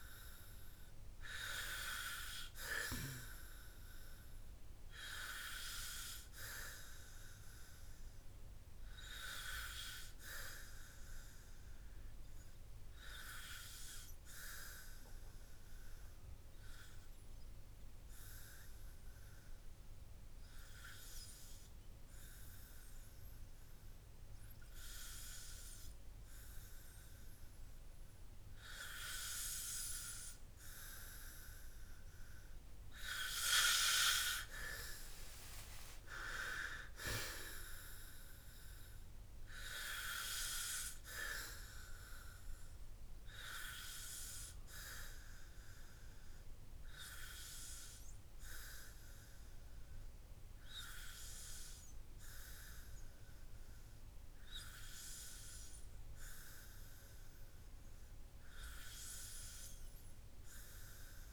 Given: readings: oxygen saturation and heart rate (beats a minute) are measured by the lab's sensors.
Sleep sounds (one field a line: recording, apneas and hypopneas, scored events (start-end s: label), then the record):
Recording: breathing in sleep by a room microphone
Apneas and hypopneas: 1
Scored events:
17.00-30.50 s: hypopnea (oxygen 97% before, 93% lowest, heart rate 62 before, 52 extreme, up 22 after)
23.00-32.00 s: oxygen desaturation (device-marked, oxygen 97% before, 93% lowest, heart rate 55 before, 52 extreme)
36.00-40.00 s: arousal
From the record:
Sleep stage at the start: N2 (light sleep)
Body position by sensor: on the back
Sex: male